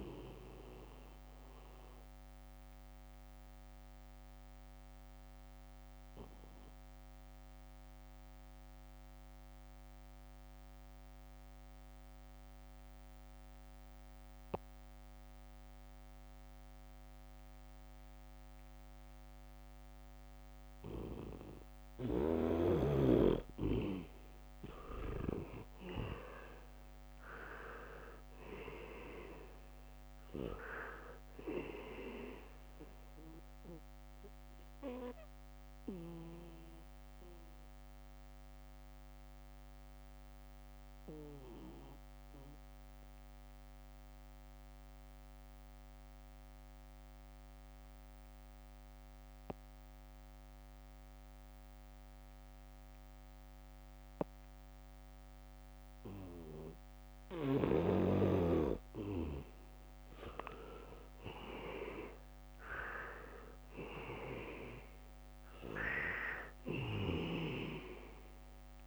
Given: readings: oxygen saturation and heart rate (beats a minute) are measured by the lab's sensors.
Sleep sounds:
breathing in sleep by a microphone on the trachea; 2
0.00-11.00 s: oxygen desaturation (device-marked, oxygen 80% lowest, heart rate 66 extreme)
2.50-23.50 s: mixed apnea (oxygen 98% before, 80% lowest, heart rate 69 before, 66 extreme, up 1 after)
25.00-52.00 s: oxygen desaturation (device-marked, oxygen 99% before, 81% lowest, heart rate 71 before, 65 extreme)
26.50-30.50 s: arousal
34.50-59.00 s: mixed apnea (oxygen 99% before, 80% lowest, heart rate 70 before, 65 extreme, up 0 after)
54.00-68.87 s: oxygen desaturation (device-marked, oxygen 99% before, 80% lowest, heart rate 72 before, 65 extreme)
57.50-64.00 s: leg movement (device-marked)
63.50-67.00 s: arousal
65.00-68.87 s: leg movement (device-marked)
From the record:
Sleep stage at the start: N2 (light sleep); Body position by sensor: on the back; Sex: male

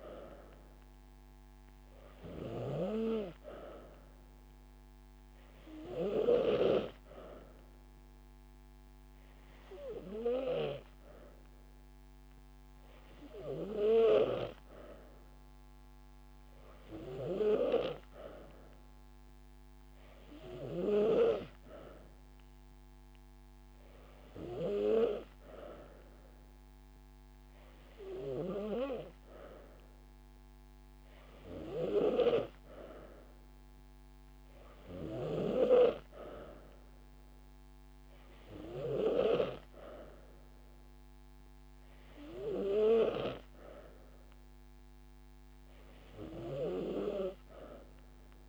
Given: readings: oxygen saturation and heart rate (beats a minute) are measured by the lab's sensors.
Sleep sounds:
breathing in sleep by a microphone on the trachea; none
0.00-1.50 s: drop in pulse transit time (device-marked)
1.50-3.50 s: long interval between heartbeats (device-marked)
15.00-17.00 s: long interval between heartbeats (device-marked)
18.50-28.50 s: drop in pulse transit time (device-marked)
From the record:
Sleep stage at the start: N2 (light sleep); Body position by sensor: on the back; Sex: female

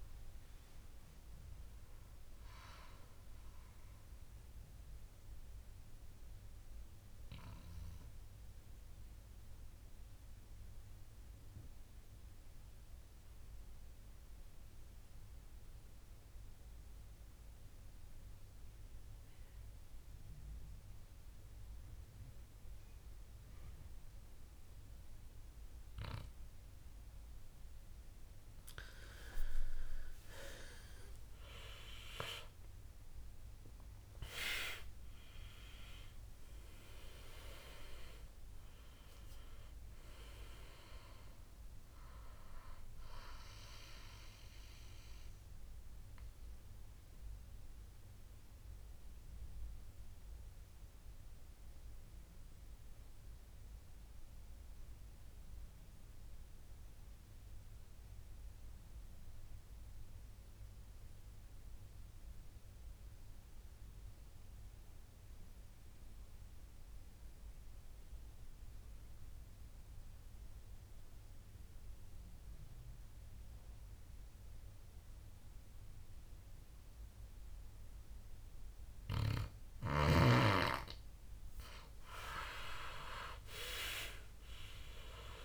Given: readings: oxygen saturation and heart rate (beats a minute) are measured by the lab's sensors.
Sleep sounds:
breathing in sleep by a room microphone; 2
0.00-10.50 s: oxygen desaturation (device-marked, oxygen 93% lowest, heart rate 57 extreme)
5.00-28.50 s: obstructive apnea (oxygen 98% before, 92% lowest, heart rate 73 before, 57 extreme, up 17 after)
8.50-10.50 s: long interval between heartbeats (device-marked, heart rate 72 before, 64 extreme)
26.50-61.50 s: oxygen desaturation (device-marked, oxygen 98% before, 92% lowest, heart rate 62 before, 59 extreme)
29.50-31.50 s: long interval between heartbeats (device-marked, heart rate 62 before, 69 extreme)
31.50-35.00 s: arousal
45.50-80.50 s: obstructive apnea (oxygen 98% before, 91% lowest, heart rate 73 before, 59 extreme, up 18 after)
76.50-85.45 s: oxygen desaturation (device-marked, oxygen 98% before, 91% lowest, heart rate 60 before, 57 extreme)
83.50-85.45 s: arousal
From the record:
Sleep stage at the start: N2 (light sleep); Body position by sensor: on the back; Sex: male

